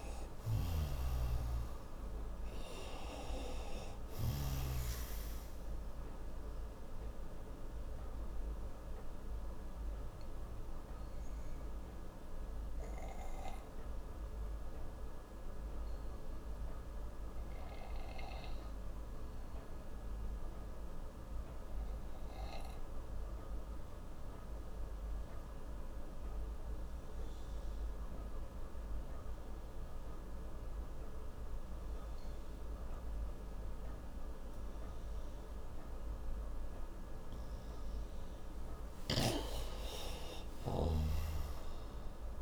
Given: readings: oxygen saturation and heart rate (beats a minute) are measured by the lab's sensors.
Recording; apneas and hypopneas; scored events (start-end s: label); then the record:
breathing in sleep by a room microphone; 1
0.00-24.50 s: oxygen desaturation (device-marked, oxygen 89% lowest)
7.00-36.50 s: obstructive apnea (oxygen 98% before, 89% lowest)
38.50-41.00 s: arousal
38.50-42.42 s: oxygen desaturation (device-marked, oxygen 97% before, 90% lowest)
From the record:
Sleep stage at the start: N2 (light sleep); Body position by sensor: on the right side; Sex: male